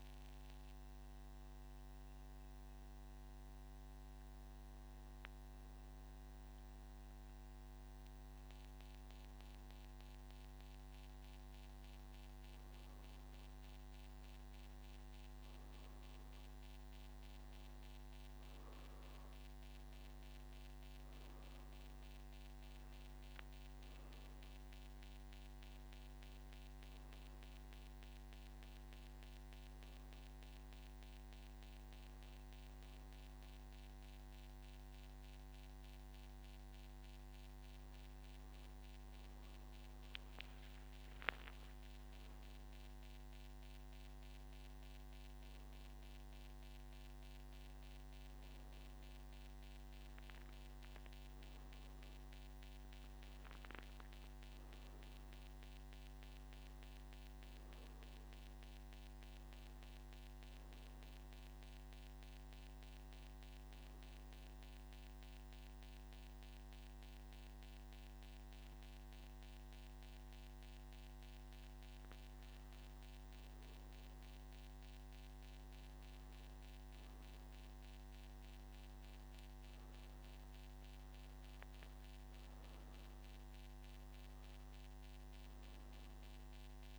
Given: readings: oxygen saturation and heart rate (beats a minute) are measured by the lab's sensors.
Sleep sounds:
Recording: breathing in sleep, hard to hear, by a microphone on the trachea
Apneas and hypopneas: 1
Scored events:
62.50-72.50 s: obstructive apnea (oxygen 95% before, 93% lowest, heart rate 72 before, 61 extreme, up 3 after)
From the record:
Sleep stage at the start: N2 (light sleep)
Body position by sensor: on the back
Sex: male

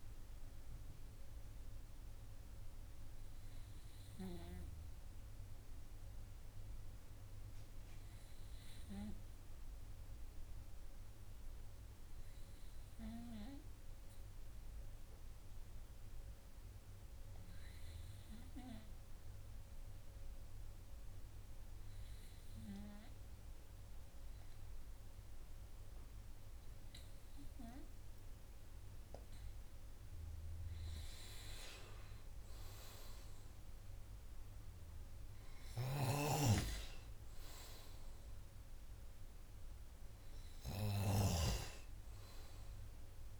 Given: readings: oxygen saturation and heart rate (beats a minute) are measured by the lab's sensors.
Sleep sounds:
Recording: breathing in sleep by a room microphone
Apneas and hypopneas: none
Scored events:
29.00-32.50 s: arousal
35.50-41.50 s: snoring (device-marked)
From the record:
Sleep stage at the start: N2 (light sleep)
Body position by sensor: on the right side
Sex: male

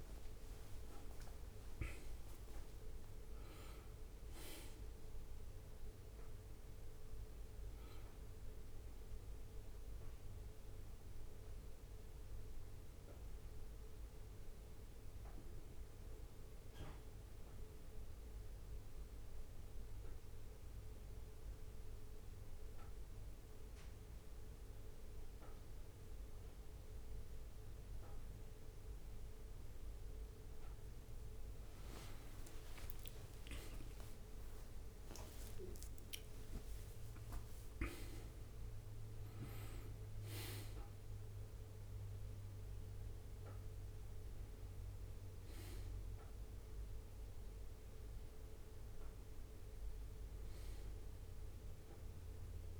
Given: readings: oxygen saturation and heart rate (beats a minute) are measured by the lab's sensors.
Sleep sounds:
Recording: breathing in sleep by a room microphone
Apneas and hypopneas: none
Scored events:
0.00-1.50 s: arousal
0.50-1.50 s: leg movement (device-marked)
31.00-35.50 s: arousal
33.00-35.00 s: leg movement (device-marked)
From the record:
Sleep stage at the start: N1 (lightest sleep)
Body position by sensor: on the back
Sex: male

